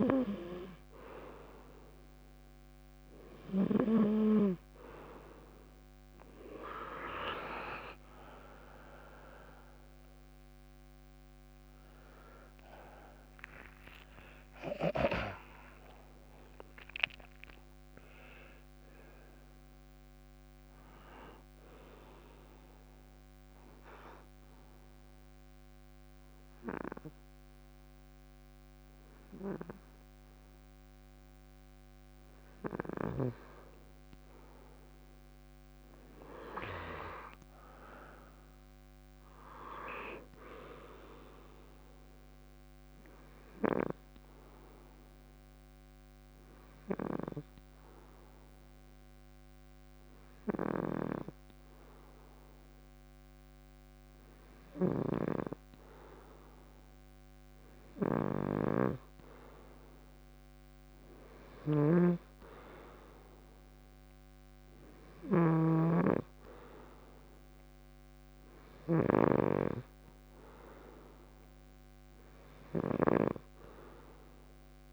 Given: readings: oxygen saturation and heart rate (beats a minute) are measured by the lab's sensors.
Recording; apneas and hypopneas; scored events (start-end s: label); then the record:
breathing in sleep by a microphone on the trachea; 2
12.00-17.00 s: arousal
22.00-33.00 s: obstructive apnea (oxygen 94% before, 92% lowest, heart rate 101 before, 56 extreme, up 59 after)
36.50-40.00 s: arousal
43.00-54.50 s: hypopnea (oxygen 99% before, 92% lowest, heart rate 98 before, 78 extreme)
43.50-53.50 s: oxygen desaturation (device-marked, oxygen 99% before, 92% lowest, heart rate 98 before, 78 extreme)
54.50-74.93 s: snoring (device-marked)
57.00-61.00 s: arousal
60.50-72.50 s: oxygen desaturation (device-marked, oxygen 97% before, 92% lowest, heart rate 140 before, 78 extreme)
From the record:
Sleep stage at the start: N2 (light sleep); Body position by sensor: on the front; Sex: male